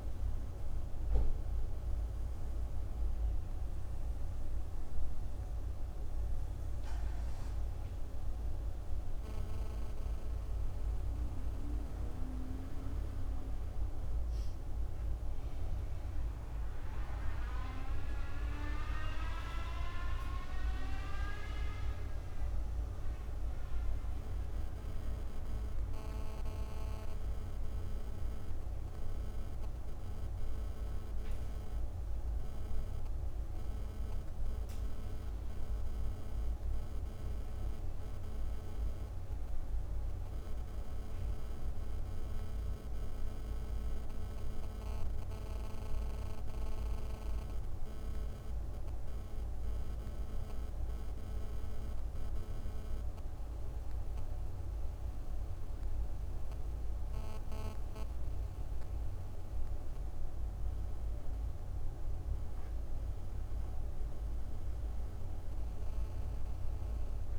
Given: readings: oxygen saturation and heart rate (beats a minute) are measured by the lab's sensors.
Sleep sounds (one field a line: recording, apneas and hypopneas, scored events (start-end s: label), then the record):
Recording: breathing in sleep by a room microphone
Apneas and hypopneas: none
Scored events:
none scored
From the record:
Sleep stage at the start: N1 (lightest sleep)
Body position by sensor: on the right side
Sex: female